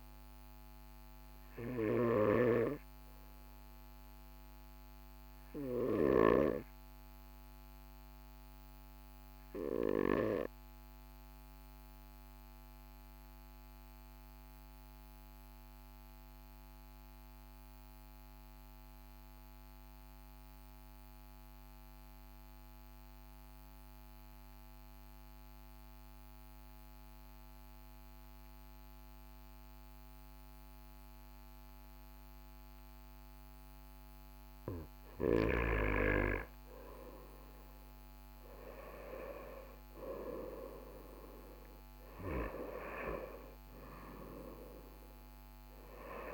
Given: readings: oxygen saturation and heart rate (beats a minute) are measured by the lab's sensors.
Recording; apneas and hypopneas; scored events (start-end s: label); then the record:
breathing in sleep by a microphone on the trachea; 1
7.50-34.50 s: obstructive apnea (oxygen 98% before, 94% lowest, heart rate 42 before, 41 extreme, up 2 after)
29.50-46.34 s: oxygen desaturation (device-marked, oxygen 98% before, 94% lowest, heart rate 41 before, 39 extreme)
36.50-41.00 s: arousal
From the record:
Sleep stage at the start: N2 (light sleep); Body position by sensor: on the right side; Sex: male